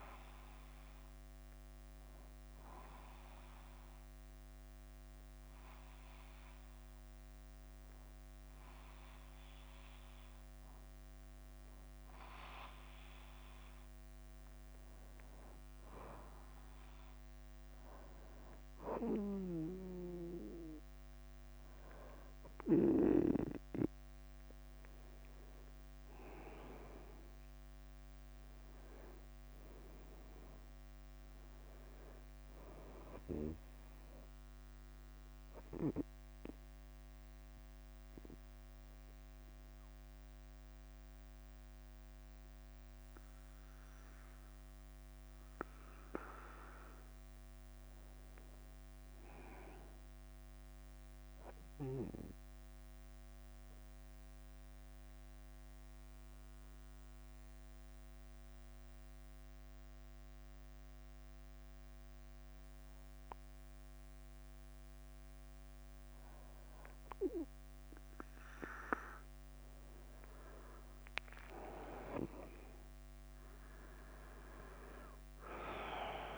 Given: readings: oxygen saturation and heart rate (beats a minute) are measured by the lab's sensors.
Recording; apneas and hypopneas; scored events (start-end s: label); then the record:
breathing in sleep by a microphone on the trachea; 3
0.00-2.50 s: bradycardia (device-marked, heart rate 46 extreme)
2.00-15.50 s: hypopnea (oxygen 99% before, 93% lowest, heart rate 54 before, 49 extreme, up 11 after)
5.50-16.50 s: bradycardia (device-marked, heart rate 54 before, 49 extreme)
17.50-76.38 s: bradycardia (device-marked, heart rate 54 before, 44 extreme)
23.50-37.50 s: oxygen desaturation (device-marked, oxygen 97% before, 93% lowest, heart rate 57 before, 44 extreme)
27.50-31.50 s: arousal
36.00-47.00 s: obstructive apnea (oxygen 98% before, 93% lowest, heart rate 55 before, 44 extreme, up 10 after)
52.00-67.00 s: obstructive apnea (oxygen 97% before, 93% lowest, heart rate 51 before, 53 extreme, up 2 after)
69.50-76.38 s: oxygen desaturation (device-marked, oxygen 98% before, 93% lowest, heart rate 54 before, 51 extreme)
70.00-75.00 s: arousal
From the record:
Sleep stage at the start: N2 (light sleep); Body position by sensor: on the back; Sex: male